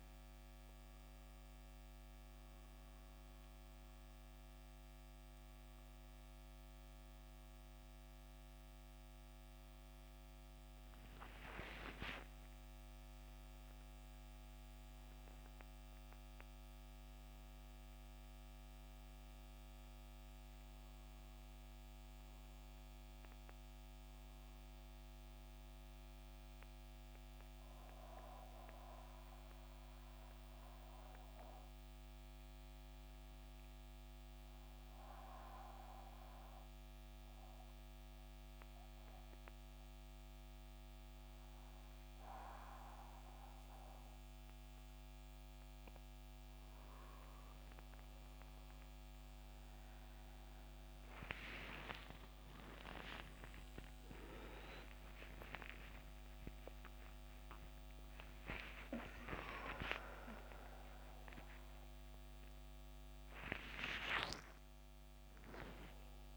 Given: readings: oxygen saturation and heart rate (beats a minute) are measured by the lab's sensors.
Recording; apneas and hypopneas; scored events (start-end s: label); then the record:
breathing in sleep by a microphone on the trachea; 1
0.00-23.50 s: oxygen desaturation (device-marked, oxygen 86% lowest, heart rate 63 extreme)
25.50-55.50 s: new sleep stage, N2 (light sleep)
26.50-47.00 s: mixed apnea (oxygen 94% before, 87% lowest, heart rate 76 before, 70 extreme)
49.50-53.50 s: arousal
55.50-66.37 s: new sleep stage, N1 (lightest sleep)
From the record:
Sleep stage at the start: N1 (lightest sleep); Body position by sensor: on the back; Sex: male